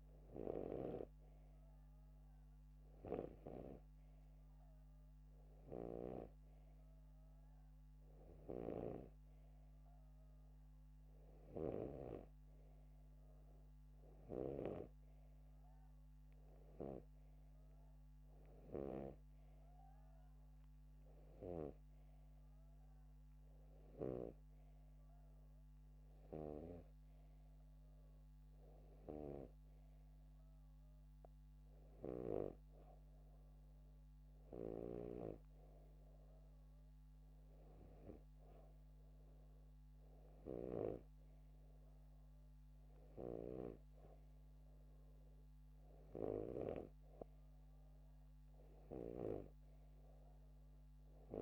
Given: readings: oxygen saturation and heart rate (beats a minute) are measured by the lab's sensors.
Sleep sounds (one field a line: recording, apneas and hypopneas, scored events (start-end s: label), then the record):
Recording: breathing in sleep by a microphone on the trachea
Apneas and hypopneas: none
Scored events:
none scored
From the record:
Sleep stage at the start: N2 (light sleep)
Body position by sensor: upright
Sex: male